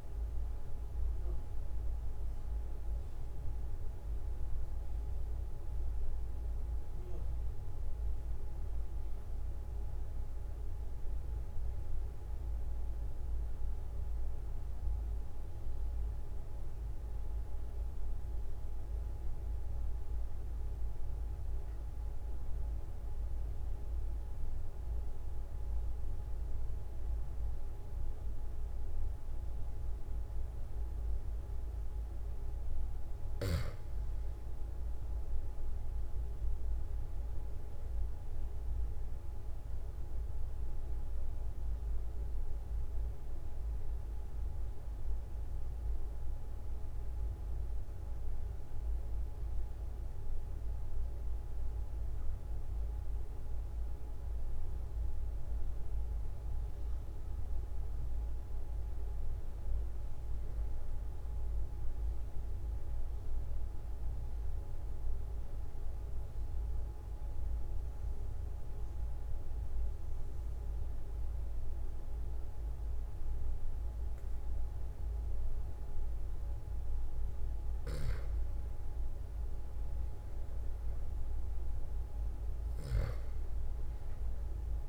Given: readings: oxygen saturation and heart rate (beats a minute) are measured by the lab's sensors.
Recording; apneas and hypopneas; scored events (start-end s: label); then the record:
breathing in sleep, hard to hear, by a room microphone; 2
13.50-33.00 s: obstructive apnea (oxygen 97% before, 91% lowest, heart rate 43 before, 44 extreme, up 4 after)
26.50-28.50 s: oxygen desaturation (device-marked, oxygen 97% before, 96% lowest, heart rate 44 before, 45 extreme)
34.50-39.50 s: arousal
62.50-77.00 s: obstructive apnea (oxygen 95% before, 91% lowest, heart rate 47 before, 43 extreme, up 5 after)
80.50-84.88 s: arousal
From the record:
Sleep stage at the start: N2 (light sleep); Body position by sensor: on the back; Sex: male